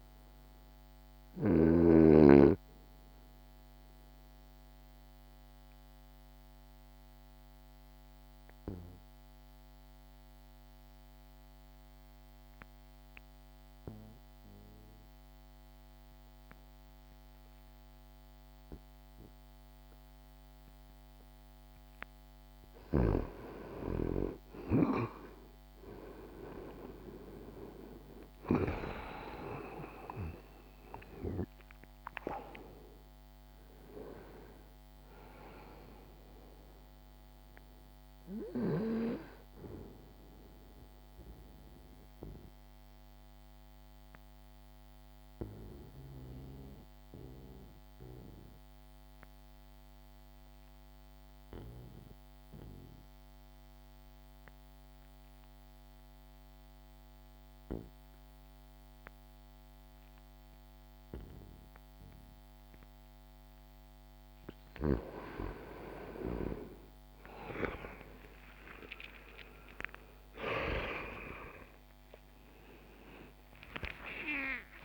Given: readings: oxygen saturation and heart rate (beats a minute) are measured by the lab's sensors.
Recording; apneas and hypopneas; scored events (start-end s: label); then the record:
breathing in sleep by a microphone on the trachea; 2
0.00-1.50 s: snoring (device-marked)
0.00-19.50 s: oxygen desaturation (device-marked, oxygen 87% lowest, heart rate 63 extreme)
2.00-21.50 s: mixed apnea (oxygen 96% before, 87% lowest, heart rate 65 before, 63 extreme, up 3 after)
23.00-27.50 s: arousal
27.50-60.50 s: oxygen desaturation (device-marked, oxygen 97% before, 87% lowest, heart rate 66 before, 62 extreme)
40.00-63.50 s: obstructive apnea (oxygen 97% before, 87% lowest, heart rate 67 before, 62 extreme, up 23 after)
69.50-74.85 s: oxygen desaturation (device-marked, oxygen 97% before, 89% lowest, heart rate 66 before, 72 extreme)
From the record:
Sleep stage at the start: N2 (light sleep); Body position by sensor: on the back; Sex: male